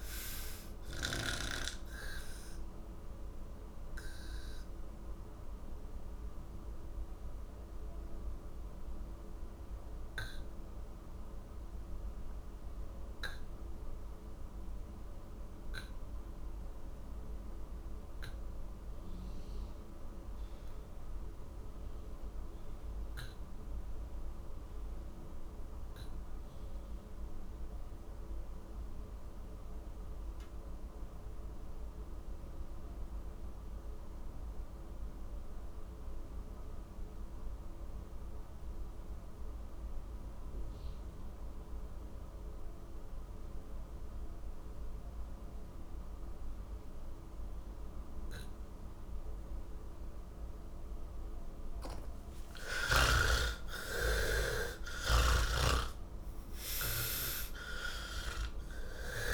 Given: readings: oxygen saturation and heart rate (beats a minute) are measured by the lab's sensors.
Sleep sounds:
breathing in sleep by a room microphone; 1
0.00-19.50 s: oxygen desaturation (device-marked, oxygen 64% lowest, heart rate 70 extreme)
2.50-51.50 s: obstructive apnea (oxygen 91% before, 62% lowest, heart rate 161 before, 70 extreme, up 54 after)
21.50-59.34 s: oxygen desaturation (device-marked, oxygen 97% before, 62% lowest, heart rate 146 before, 70 extreme)
54.50-59.34 s: new sleep stage, N3 (deep sleep)
55.00-59.34 s: snoring (device-marked)
From the record:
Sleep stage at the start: N2 (light sleep); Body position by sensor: on the back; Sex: male

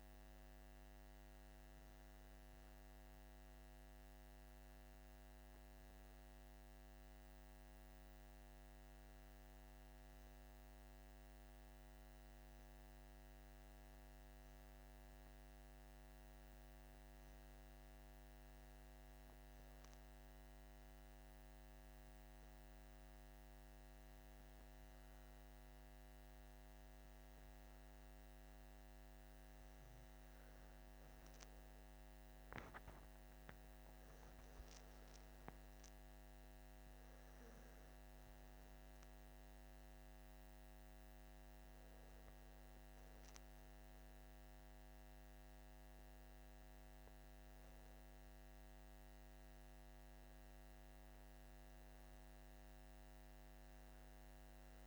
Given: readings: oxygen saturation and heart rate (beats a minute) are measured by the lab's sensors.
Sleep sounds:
breathing in sleep, hard to hear, by a microphone on the trachea; 1
2.00-27.50 s: hypopnea (oxygen 96% before, 91% lowest, heart rate 57 before, 49 extreme, up 18 after)
26.00-47.00 s: oxygen desaturation (device-marked, oxygen 96% before, 91% lowest, heart rate 52 before, 51 extreme)
29.50-34.00 s: arousal
From the record:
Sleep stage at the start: REM sleep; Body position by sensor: on the back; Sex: male

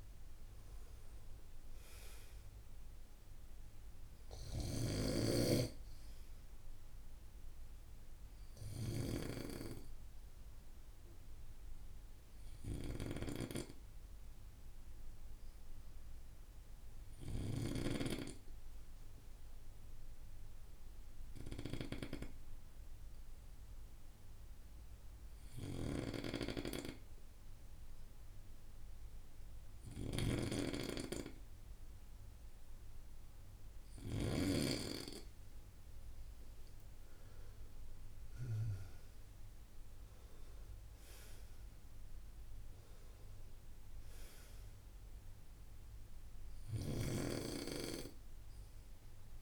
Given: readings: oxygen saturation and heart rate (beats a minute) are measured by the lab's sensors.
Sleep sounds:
breathing in sleep by a room microphone; 1
10.50-35.50 s: obstructive apnea (oxygen 96% before, 91% lowest)
29.50-34.00 s: snoring (device-marked)
37.50-41.00 s: arousal
38.50-49.42 s: oxygen desaturation (device-marked, oxygen 96% before, 91% lowest)
From the record:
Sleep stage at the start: N2 (light sleep); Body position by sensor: on the right side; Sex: male

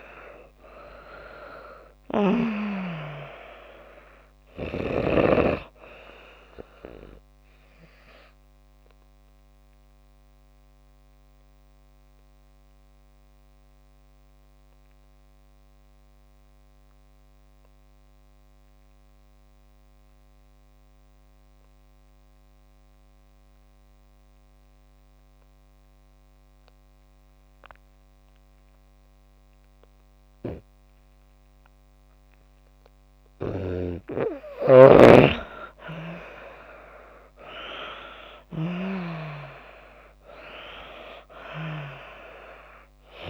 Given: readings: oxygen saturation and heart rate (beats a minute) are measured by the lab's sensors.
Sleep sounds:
breathing in sleep by a microphone on the trachea; 1
0.00-1.50 s: arousal
7.50-32.00 s: obstructive apnea (oxygen 96% before, 82% lowest)
7.50-33.50 s: oxygen desaturation (device-marked, oxygen 95% before, 82% lowest)
35.50-39.00 s: arousal
From the record:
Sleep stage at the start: N2 (light sleep); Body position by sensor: on the back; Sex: female

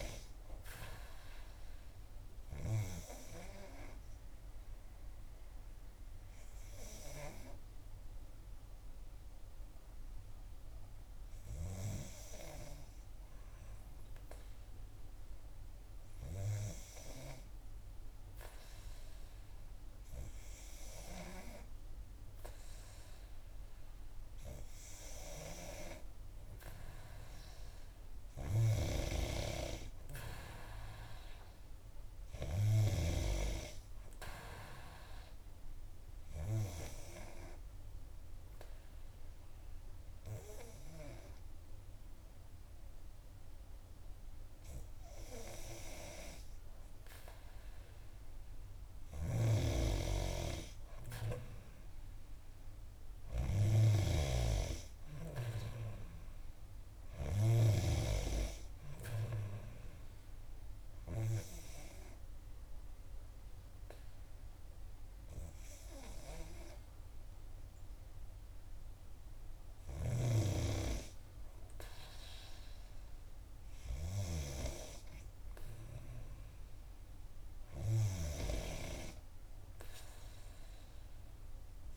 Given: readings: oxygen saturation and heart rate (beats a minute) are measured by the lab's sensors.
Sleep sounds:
breathing in sleep by a room microphone; 3
5.50-23.00 s: hypopnea (oxygen 95% before, 91% lowest, heart rate 63 before, 60 extreme, up 6 after)
25.50-28.50 s: arousal
36.00-49.00 s: obstructive apnea (oxygen 95% before, 92% lowest, heart rate 64 before, 63 extreme, up 2 after)
51.50-55.00 s: arousal
54.00-58.00 s: snoring (device-marked)
60.50-70.50 s: obstructive apnea (oxygen 94% before, 91% lowest, heart rate 65 before, 64 extreme, up 1 after)
74.50-78.50 s: arousal
From the record:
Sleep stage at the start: N2 (light sleep); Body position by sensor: on the back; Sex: female

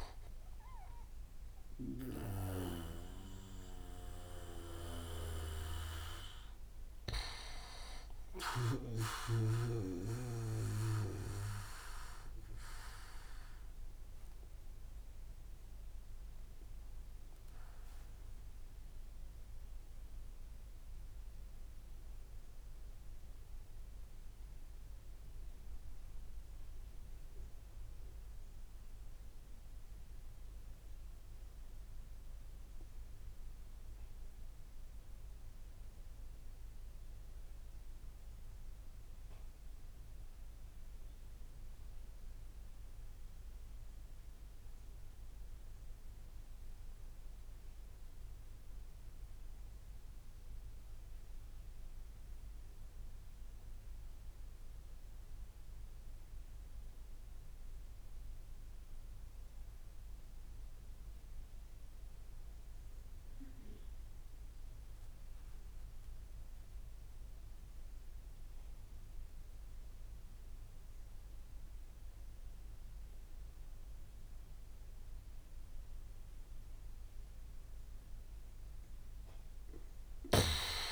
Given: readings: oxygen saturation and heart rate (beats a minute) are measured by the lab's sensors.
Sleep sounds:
breathing in sleep by a room microphone; 1
0.00-12.00 s: oxygen desaturation (device-marked, oxygen 92% lowest, heart rate 54 extreme)
4.00-8.50 s: snoring (device-marked)
10.50-76.50 s: mixed apnea (oxygen 99% before, 83% lowest, heart rate 77 before, 46 extreme, up 18 after)
69.00-80.92 s: oxygen desaturation (device-marked, oxygen 98% before, 83% lowest, heart rate 48 before, 50 extreme)
From the record:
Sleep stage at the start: REM sleep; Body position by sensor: on the back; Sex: male

